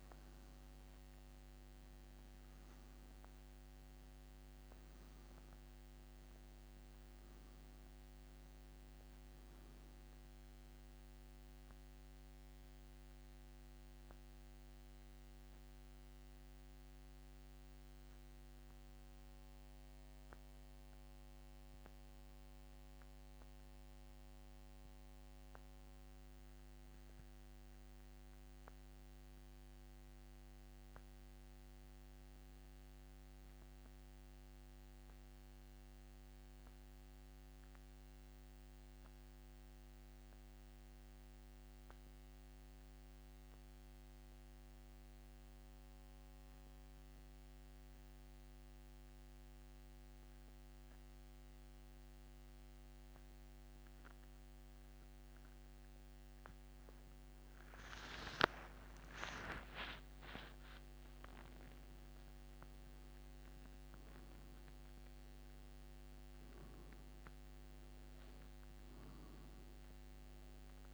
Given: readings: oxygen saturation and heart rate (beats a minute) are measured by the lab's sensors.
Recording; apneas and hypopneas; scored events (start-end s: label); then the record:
breathing in sleep, hard to hear, by a microphone on the trachea; 1
12.00-47.00 s: oxygen desaturation (device-marked, oxygen 96% before, 87% lowest, heart rate 92 before, 73 extreme)
19.50-23.00 s: arousal
24.50-55.50 s: central apnea (oxygen 97% before, 86% lowest, heart rate 86 before, 74 extreme, up 34 after)
58.50-63.00 s: arousal
67.00-70.94 s: oxygen desaturation (device-marked, oxygen 97% before, 86% lowest, heart rate 91 before, 66 extreme)
From the record:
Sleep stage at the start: N2 (light sleep); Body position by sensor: on the back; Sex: male